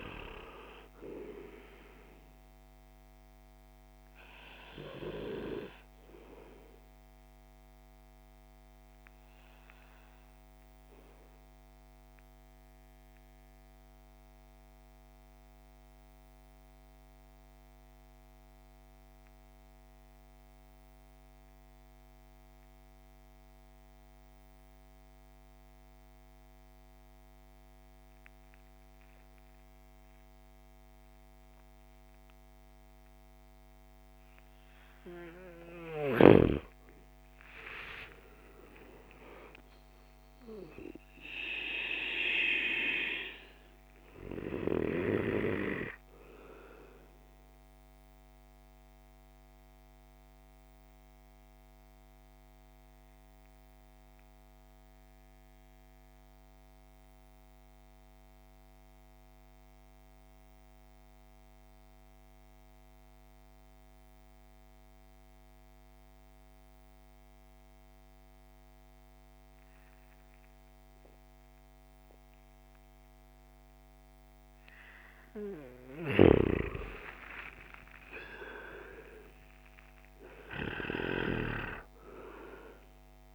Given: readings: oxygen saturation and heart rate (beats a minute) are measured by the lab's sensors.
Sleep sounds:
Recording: breathing in sleep by a microphone on the trachea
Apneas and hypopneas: 2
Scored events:
0.00-27.50 s: oxygen desaturation (device-marked, oxygen 85% lowest)
10.00-34.50 s: mixed apnea (oxygen 98% before, 84% lowest)
36.50-41.00 s: arousal
38.50-68.50 s: oxygen desaturation (device-marked, oxygen 98% before, 84% lowest)
46.50-73.50 s: mixed apnea (oxygen 98% before, 84% lowest)
76.50-81.00 s: arousal
80.50-83.35 s: oxygen desaturation (device-marked, oxygen 98% before, 85% lowest)
From the record:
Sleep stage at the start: N2 (light sleep)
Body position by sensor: on the back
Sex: male

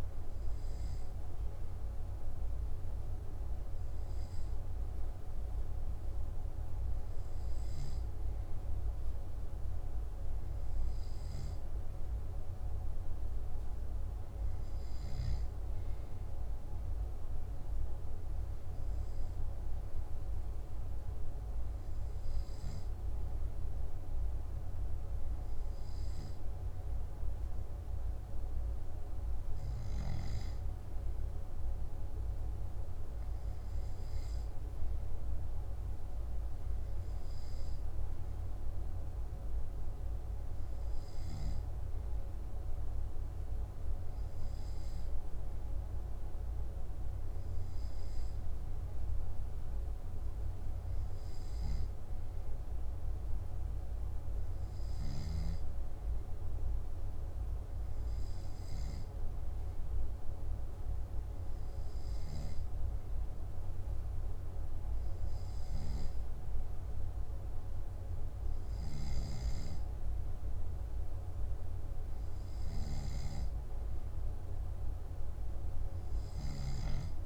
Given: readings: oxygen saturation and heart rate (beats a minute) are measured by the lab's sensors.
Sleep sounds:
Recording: breathing in sleep, hard to hear, by a room microphone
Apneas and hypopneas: none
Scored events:
none scored
From the record:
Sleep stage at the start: N2 (light sleep)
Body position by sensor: on the back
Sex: male

